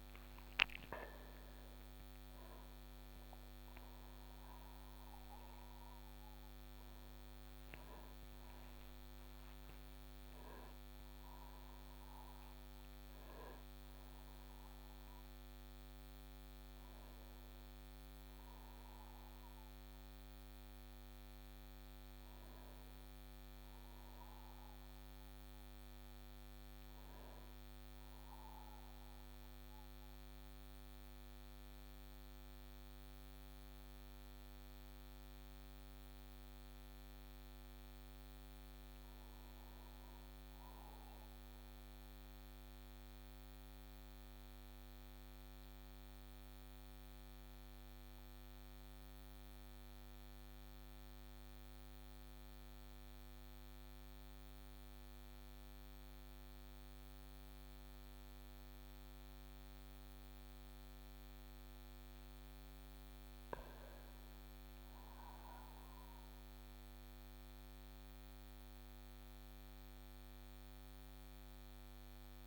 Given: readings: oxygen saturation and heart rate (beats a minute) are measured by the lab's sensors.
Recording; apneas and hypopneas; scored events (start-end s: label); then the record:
breathing in sleep, hard to hear, by a microphone on the trachea; 1
0.00-1.50 s: oxygen desaturation (device-marked, oxygen 92% lowest)
35.50-39.50 s: arousal
42.00-62.50 s: mixed apnea (oxygen 98% before, 94% lowest)
50.50-72.47 s: new sleep stage, N2 (light sleep)
65.50-71.50 s: arousal
From the record:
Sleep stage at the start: N1 (lightest sleep); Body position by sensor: on the back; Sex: male